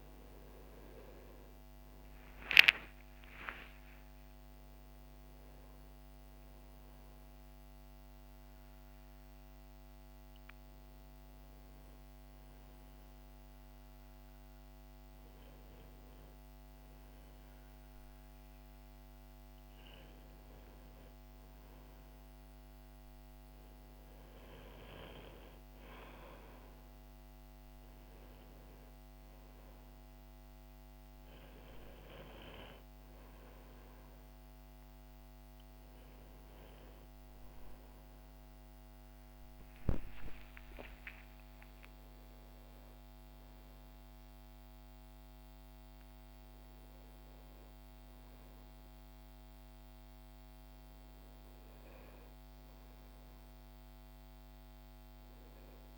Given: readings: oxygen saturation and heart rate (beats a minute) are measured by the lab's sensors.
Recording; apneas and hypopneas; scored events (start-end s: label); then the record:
a person awake in a sleep study, by a microphone on the trachea; none
none scored
From the record:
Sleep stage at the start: awake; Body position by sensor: on the right side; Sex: male